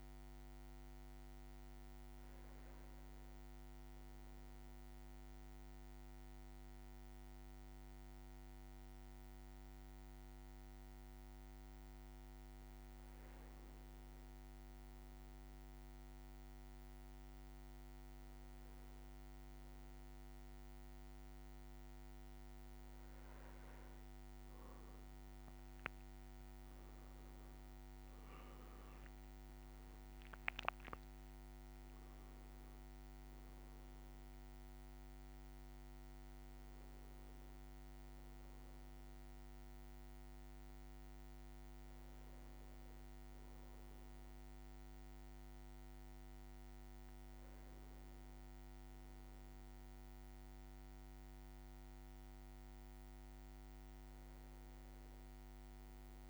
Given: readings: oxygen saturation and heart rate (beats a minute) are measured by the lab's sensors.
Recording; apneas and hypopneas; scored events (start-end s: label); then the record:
breathing in sleep, hard to hear, by a microphone on the trachea; 1
1.00-3.50 s: leg movement (device-marked)
8.50-23.50 s: hypopnea (oxygen 99% before, 96% lowest, heart rate 54 before, 55 extreme, up 5 after)
24.50-27.50 s: leg movement (device-marked)
26.00-29.50 s: arousal
From the record:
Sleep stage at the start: N1 (lightest sleep); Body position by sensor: on the back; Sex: male